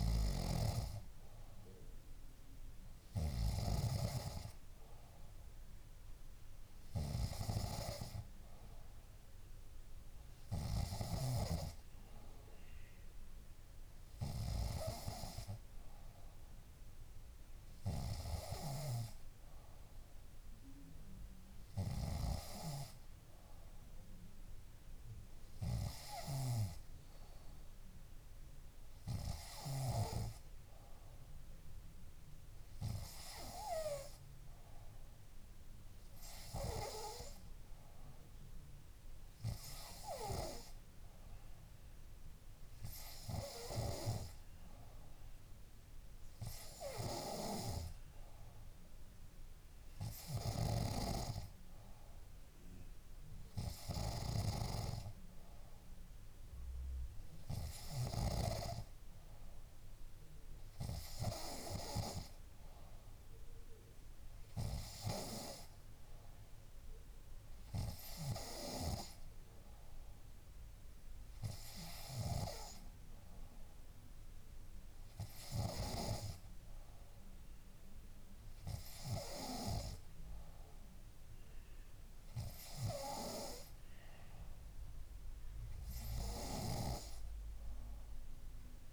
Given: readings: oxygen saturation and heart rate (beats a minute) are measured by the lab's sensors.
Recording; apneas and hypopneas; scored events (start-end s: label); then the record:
breathing in sleep by a room microphone; none
0.00-4.00 s: snoring (device-marked)
65.50-77.50 s: oxygen desaturation (device-marked, oxygen 95% before, 92% lowest, heart rate 66 before, 64 extreme)
From the record:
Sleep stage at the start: N3 (deep sleep); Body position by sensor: on the back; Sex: female